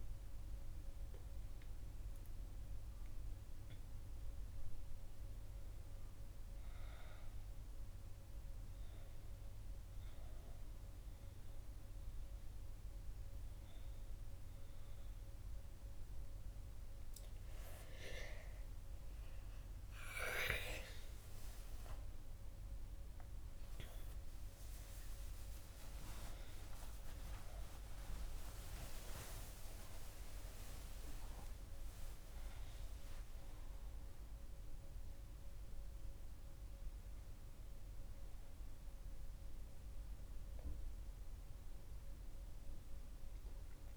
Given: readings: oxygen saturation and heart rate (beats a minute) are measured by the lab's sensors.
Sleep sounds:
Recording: a person awake in a sleep study, by a room microphone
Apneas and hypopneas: none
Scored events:
12.50-42.50 s: new sleep stage, awake
25.50-33.50 s: tachycardia (device-marked, heart rate 62 before, 161 extreme)
29.00-31.00 s: long interval between heartbeats (device-marked, heart rate 64 before, 111 extreme)
31.00-33.00 s: long interval between heartbeats (device-marked, heart rate 70 before, 149 extreme)
42.50-43.97 s: new sleep stage, N1 (lightest sleep)
From the record:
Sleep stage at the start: N2 (light sleep)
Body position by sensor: on the right side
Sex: female

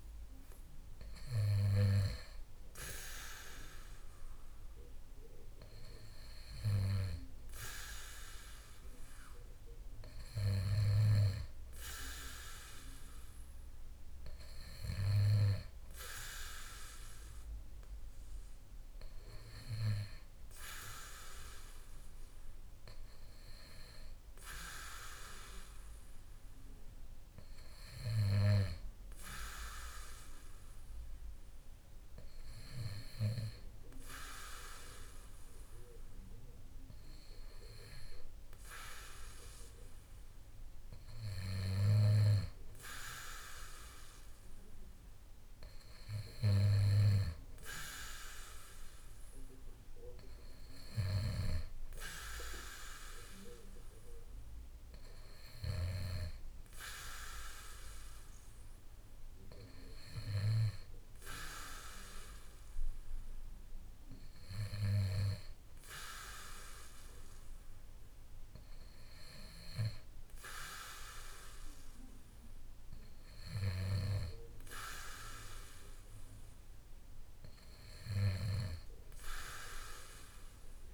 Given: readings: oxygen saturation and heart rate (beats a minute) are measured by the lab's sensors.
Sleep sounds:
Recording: breathing in sleep by a room microphone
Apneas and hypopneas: none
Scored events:
none scored
From the record:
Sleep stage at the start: N2 (light sleep)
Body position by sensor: on the back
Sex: male

